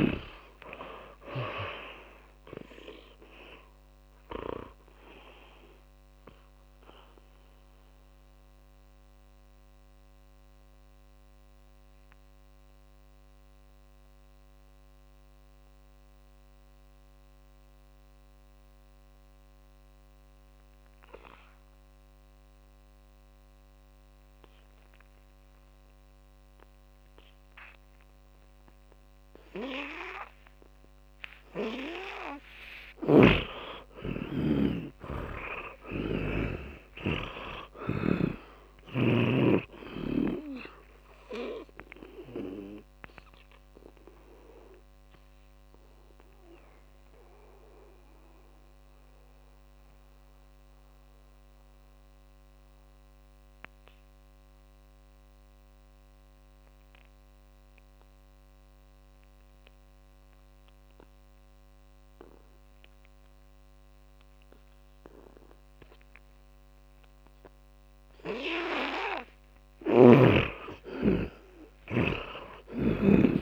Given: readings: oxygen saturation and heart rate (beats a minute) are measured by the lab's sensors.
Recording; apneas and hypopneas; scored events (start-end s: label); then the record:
breathing in sleep by a microphone on the trachea; 2
0.00-3.00 s: oxygen desaturation (device-marked, oxygen 87% lowest, heart rate 59 extreme)
4.50-32.00 s: mixed apnea (oxygen 99% before, 77% lowest, heart rate 65 before, 57 extreme, up 15 after)
10.00-27.00 s: oxygen desaturation (device-marked, oxygen 90% before, 77% lowest, heart rate 71 before, 57 extreme)
32.00-61.00 s: oxygen desaturation (device-marked, oxygen 100% before, 81% lowest, heart rate 59 before, 58 extreme)
32.50-37.50 s: arousal
33.00-36.50 s: snoring (device-marked)
43.00-69.00 s: mixed apnea (oxygen 100% before, 79% lowest, heart rate 63 before, 56 extreme, up 13 after)
70.00-73.42 s: arousal
72.00-73.42 s: oxygen desaturation (device-marked, oxygen 100% before, 82% lowest, heart rate 61 before, 53 extreme)
From the record:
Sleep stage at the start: N2 (light sleep); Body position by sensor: on the back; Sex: male